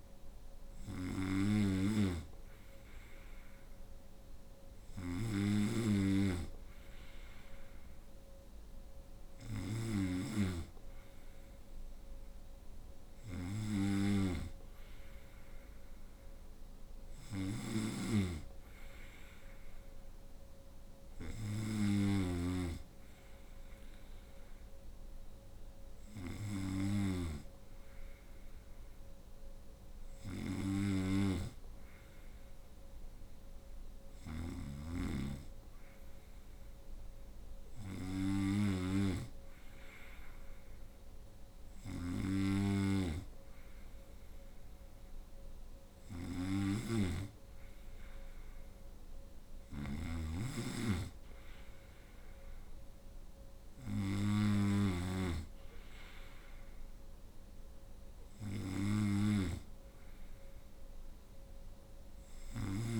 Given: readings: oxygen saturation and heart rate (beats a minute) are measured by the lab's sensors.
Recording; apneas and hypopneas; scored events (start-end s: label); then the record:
breathing in sleep by a room microphone; none
0.00-63.00 s: snoring (device-marked)
From the record:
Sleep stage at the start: N2 (light sleep); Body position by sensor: on the right side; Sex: female